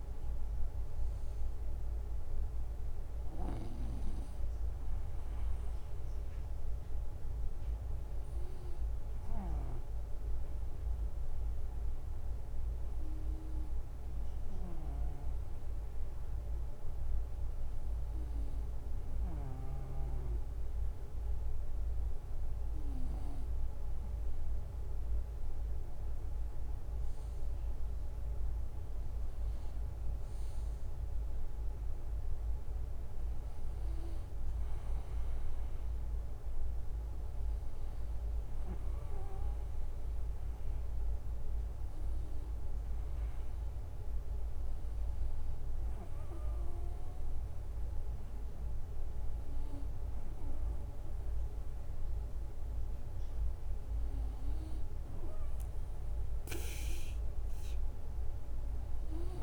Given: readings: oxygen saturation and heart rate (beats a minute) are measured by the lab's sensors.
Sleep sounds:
breathing in sleep, hard to hear, by a room microphone; 1
9.00-19.50 s: snoring (device-marked)
9.50-24.00 s: obstructive apnea (oxygen 95% before, 91% lowest, heart rate 68 before, 62 extreme, up 10 after)
26.00-30.00 s: arousal
From the record:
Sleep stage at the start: N2 (light sleep); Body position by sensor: on the right side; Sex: male

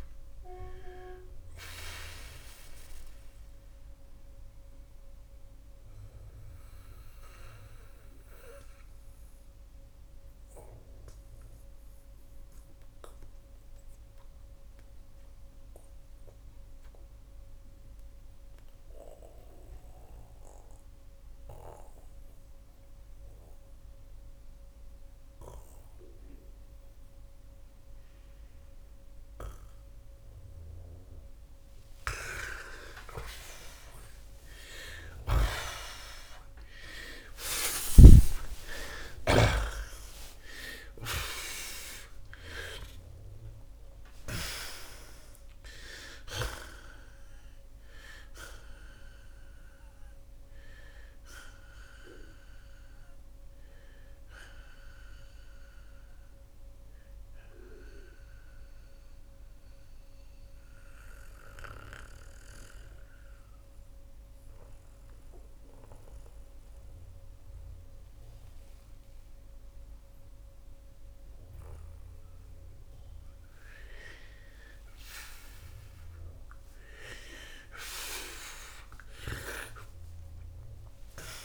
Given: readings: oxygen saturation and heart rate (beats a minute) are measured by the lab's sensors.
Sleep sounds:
breathing in sleep by a room microphone; 2
3.00-31.50 s: mixed apnea (oxygen 94% before, 83% lowest, heart rate 113 before, 65 extreme)
13.50-30.50 s: oxygen desaturation (device-marked, oxygen 93% before, 85% lowest, heart rate 109 before, 65 extreme)
32.50-62.50 s: new sleep stage, N1 (lightest sleep)
33.50-40.00 s: arousal
35.00-39.50 s: snoring (device-marked)
58.50-74.00 s: mixed apnea (oxygen 94% before, 83% lowest)
62.50-81.45 s: new sleep stage, N2 (light sleep)
65.50-78.50 s: oxygen desaturation (device-marked, oxygen 93% before, 83% lowest, heart rate 95 before, 36 extreme)
76.50-80.00 s: arousal
From the record:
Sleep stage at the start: N2 (light sleep); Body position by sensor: on the back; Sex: male

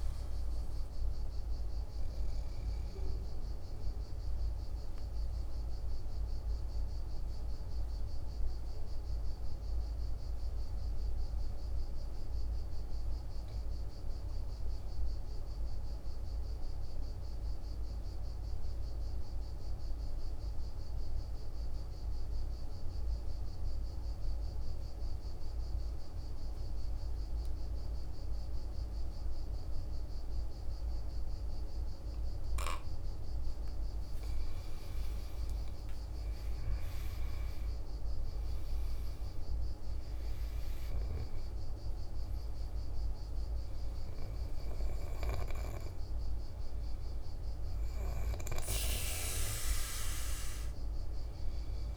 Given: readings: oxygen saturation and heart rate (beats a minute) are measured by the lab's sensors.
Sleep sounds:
breathing in sleep by a room microphone; 1
0.00-7.00 s: oxygen desaturation (device-marked, oxygen 90% lowest, heart rate 48 extreme)
5.50-32.50 s: mixed apnea (oxygen 97% before, 88% lowest, heart rate 53 before, 47 extreme, up 10 after)
29.00-51.97 s: oxygen desaturation (device-marked, oxygen 98% before, 88% lowest, heart rate 50 before, 47 extreme)
35.00-39.00 s: arousal
From the record:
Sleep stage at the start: N2 (light sleep); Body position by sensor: on the back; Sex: male

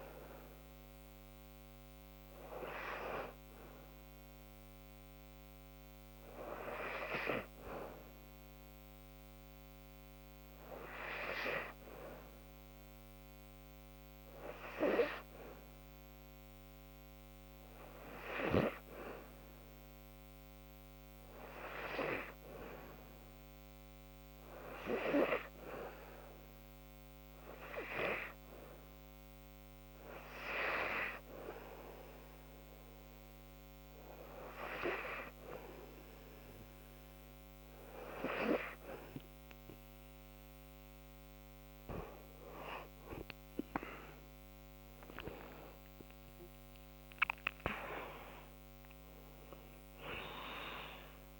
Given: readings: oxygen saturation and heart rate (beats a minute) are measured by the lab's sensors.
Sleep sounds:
breathing in sleep by a microphone on the trachea; 1
14.00-38.50 s: hypopnea (oxygen 98% before, 91% lowest, heart rate 71 before, 68 extreme, up 1 after)
20.50-45.50 s: oxygen desaturation (device-marked, oxygen 97% before, 91% lowest, heart rate 72 before, 68 extreme)
44.50-49.50 s: arousal
From the record:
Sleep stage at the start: N2 (light sleep); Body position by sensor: on the back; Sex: female

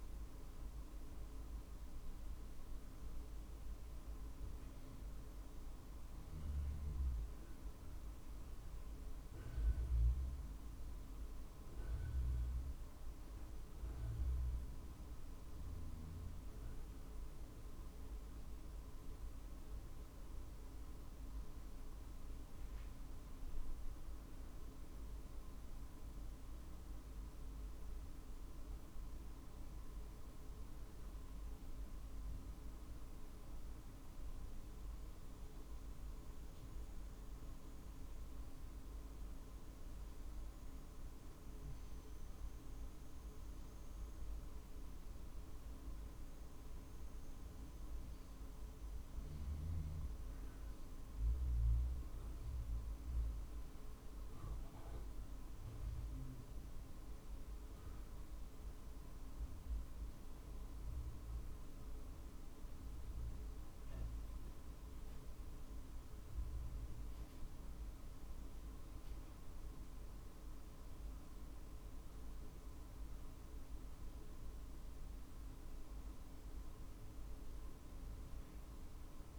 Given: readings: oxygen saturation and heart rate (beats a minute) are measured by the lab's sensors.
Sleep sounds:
breathing in sleep, hard to hear, by a room microphone; none
none scored
From the record:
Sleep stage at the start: N1 (lightest sleep); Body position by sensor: on the right side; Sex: male

